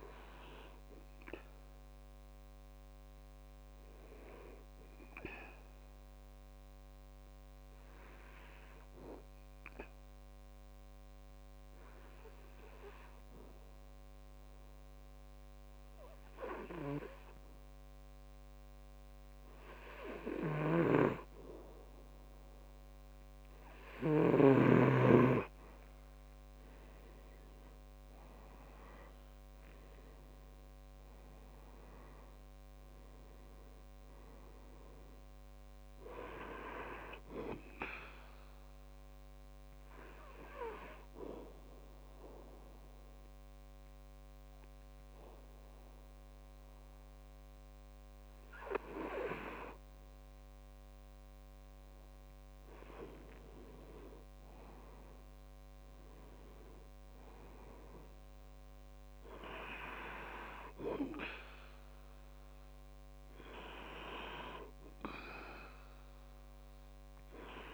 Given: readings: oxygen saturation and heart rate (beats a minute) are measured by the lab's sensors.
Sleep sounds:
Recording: breathing in sleep by a microphone on the trachea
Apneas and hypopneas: 2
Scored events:
0.00-5.50 s: oxygen desaturation (device-marked, oxygen 91% lowest, heart rate 64 extreme)
5.00-24.50 s: obstructive apnea (oxygen 97% before, 90% lowest, heart rate 70 before, 64 extreme, up 7 after)
27.00-31.00 s: arousal
28.50-54.50 s: oxygen desaturation (device-marked, oxygen 97% before, 90% lowest, heart rate 67 before, 64 extreme)
38.50-51.00 s: obstructive apnea (oxygen 98% before, 90% lowest, heart rate 70 before, 65 extreme, up 4 after)
54.50-58.00 s: arousal
From the record:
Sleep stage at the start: N2 (light sleep)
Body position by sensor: on the back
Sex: male

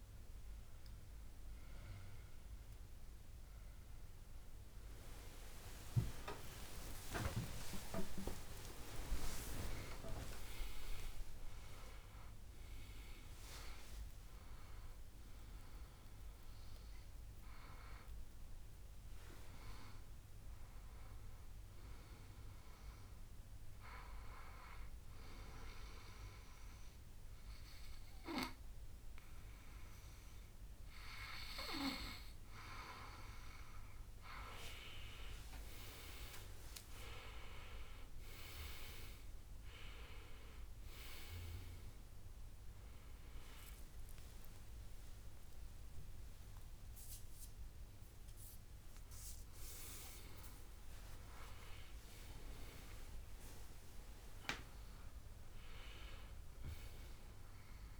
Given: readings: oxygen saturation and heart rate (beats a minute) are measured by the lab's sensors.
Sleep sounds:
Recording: breathing in sleep by a room microphone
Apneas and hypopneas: 1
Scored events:
7.00-12.50 s: arousal
22.00-34.00 s: hypopnea (oxygen 97% before, 94% lowest, heart rate 76 before, 62 extreme, up 12 after)
35.50-39.50 s: arousal
42.00-58.00 s: oxygen desaturation (device-marked, oxygen 98% before, 94% lowest, heart rate 67 before, 62 extreme)
46.50-48.50 s: long interval between heartbeats (device-marked, heart rate 67 before, 81 extreme)
57.00-58.00 s: new sleep stage, N2 (light sleep)
From the record:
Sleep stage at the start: N1 (lightest sleep)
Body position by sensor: on the back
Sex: male

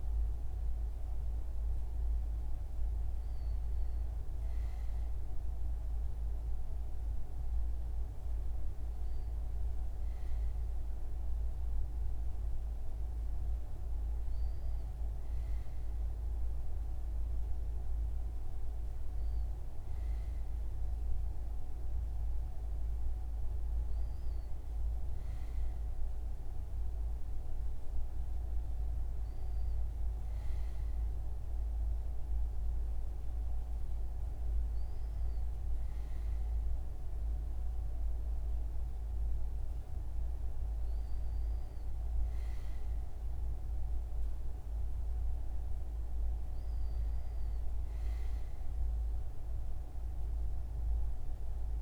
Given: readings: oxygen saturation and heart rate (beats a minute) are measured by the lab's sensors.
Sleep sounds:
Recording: breathing in sleep, hard to hear, by a room microphone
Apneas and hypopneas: none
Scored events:
none scored
From the record:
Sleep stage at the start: N2 (light sleep)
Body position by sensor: on the front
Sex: male

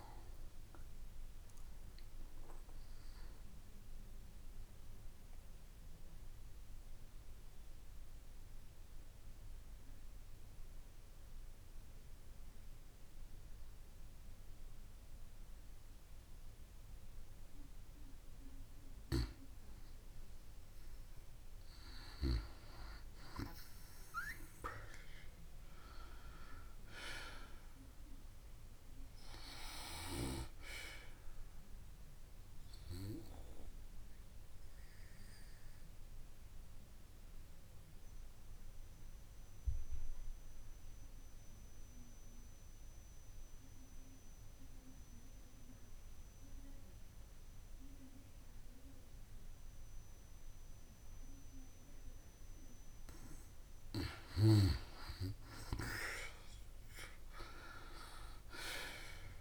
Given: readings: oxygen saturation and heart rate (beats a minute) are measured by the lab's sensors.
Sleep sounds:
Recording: breathing in sleep by a room microphone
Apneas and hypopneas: 2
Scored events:
0.00-7.00 s: oxygen desaturation (device-marked, oxygen 89% lowest)
4.50-19.50 s: mixed apnea (oxygen 94% before, 89% lowest)
22.50-26.00 s: arousal
33.50-51.50 s: obstructive apnea (oxygen 95% before, 89% lowest)
53.50-57.00 s: arousal
54.00-59.41 s: oxygen desaturation (device-marked, oxygen 96% before, 92% lowest)
From the record:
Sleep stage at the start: N2 (light sleep)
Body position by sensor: on the back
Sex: female

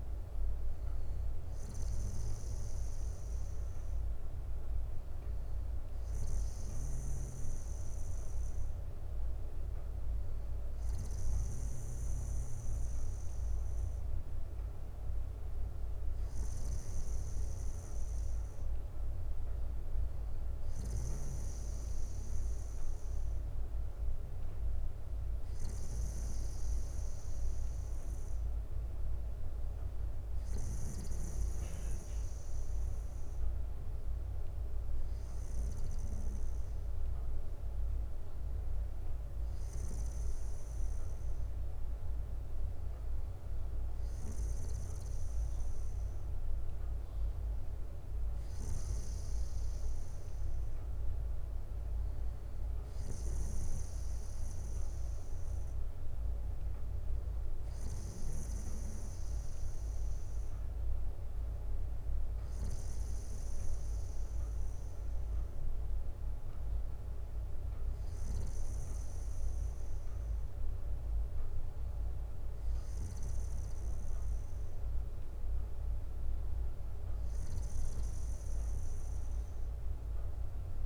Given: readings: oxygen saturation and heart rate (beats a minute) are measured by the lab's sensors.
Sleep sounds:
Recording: breathing in sleep, hard to hear, by a room microphone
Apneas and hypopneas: none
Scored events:
0.00-1.50 s: bradycardia (device-marked, heart rate 59 extreme)
4.50-6.50 s: bradycardia (device-marked, heart rate 62 before, 63 extreme)
35.50-37.50 s: bradycardia (device-marked, heart rate 62 before, 61 extreme)
48.50-50.50 s: bradycardia (device-marked, heart rate 62 before, 57 extreme)
58.50-60.50 s: bradycardia (device-marked, heart rate 62 before, 61 extreme)
73.50-75.50 s: bradycardia (device-marked, heart rate 62 before, 58 extreme)
From the record:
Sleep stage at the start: N2 (light sleep)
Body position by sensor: on the back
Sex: male

